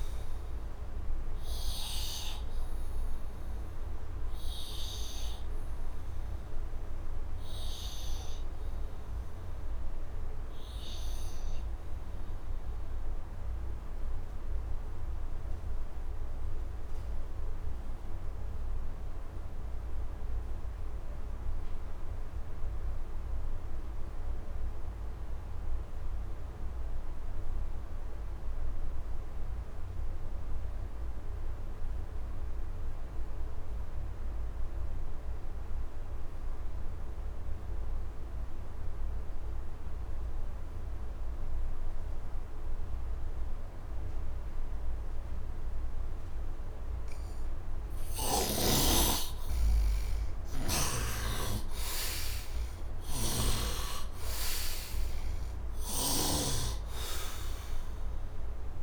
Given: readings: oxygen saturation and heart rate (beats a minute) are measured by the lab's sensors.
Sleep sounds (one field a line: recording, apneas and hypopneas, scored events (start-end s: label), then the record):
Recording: breathing in sleep by a room microphone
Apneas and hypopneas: 1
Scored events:
0.00-22.50 s: oxygen desaturation (device-marked, oxygen 78% lowest, heart rate 71 extreme)
3.50-47.50 s: obstructive apnea (oxygen 99% before, 68% lowest, heart rate 89 before, 72 extreme, up 32 after)
34.50-58.83 s: oxygen desaturation (device-marked, oxygen 99% before, 68% lowest, heart rate 75 before, 68 extreme)
48.50-52.50 s: arousal
52.50-56.00 s: snoring (device-marked)
From the record:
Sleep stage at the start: N2 (light sleep)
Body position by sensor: on the right side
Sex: male